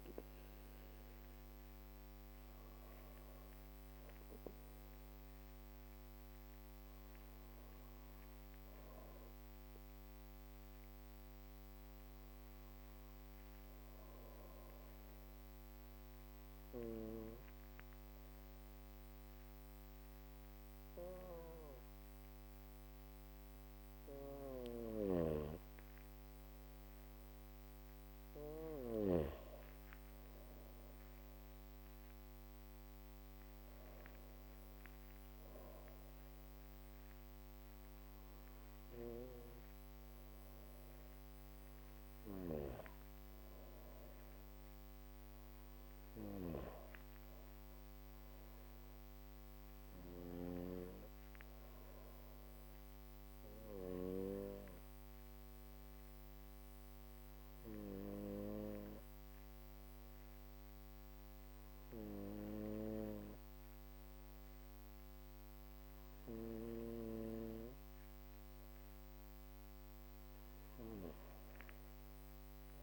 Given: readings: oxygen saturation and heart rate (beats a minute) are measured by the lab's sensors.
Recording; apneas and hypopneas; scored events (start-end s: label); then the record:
breathing in sleep by a microphone on the trachea; 2
4.00-25.00 s: obstructive apnea (oxygen 99% before, 97% lowest, heart rate 58 before, 54 extreme, up 18 after)
24.00-28.50 s: snoring (device-marked)
27.00-31.00 s: arousal
28.00-43.00 s: drop in pulse transit time (device-marked, heart rate 58 before, 57 extreme)
47.50-68.50 s: obstructive apnea (oxygen 99% before, 97% lowest, heart rate 62 before, 52 extreme, up 13 after)
69.50-72.82 s: arousal
70.00-72.82 s: drop in pulse transit time (device-marked, heart rate 56 before, 52 extreme)
From the record:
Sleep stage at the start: N2 (light sleep); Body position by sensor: on the back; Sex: female